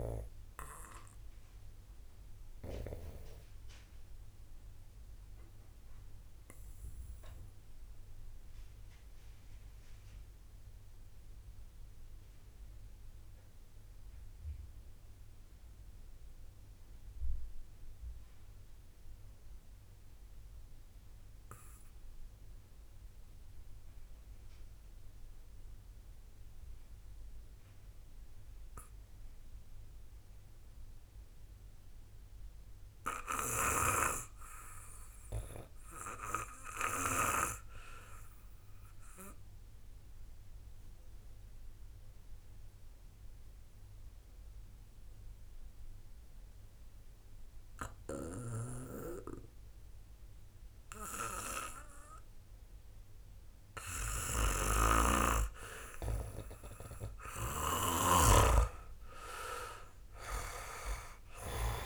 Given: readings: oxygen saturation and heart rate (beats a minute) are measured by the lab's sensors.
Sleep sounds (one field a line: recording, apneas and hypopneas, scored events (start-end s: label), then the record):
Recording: breathing in sleep by a room microphone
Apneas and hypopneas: 1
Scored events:
0.00-16.00 s: oxygen desaturation (device-marked, oxygen 91% lowest, heart rate 37 extreme)
6.50-57.00 s: obstructive apnea (oxygen 96% before, 85% lowest)
28.00-61.86 s: new sleep stage, REM sleep
40.00-61.86 s: oxygen desaturation (device-marked, oxygen 96% before, 85% lowest)
57.50-61.86 s: snoring (device-marked)
58.00-61.86 s: arousal
From the record:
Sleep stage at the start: N2 (light sleep)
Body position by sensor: on the back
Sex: male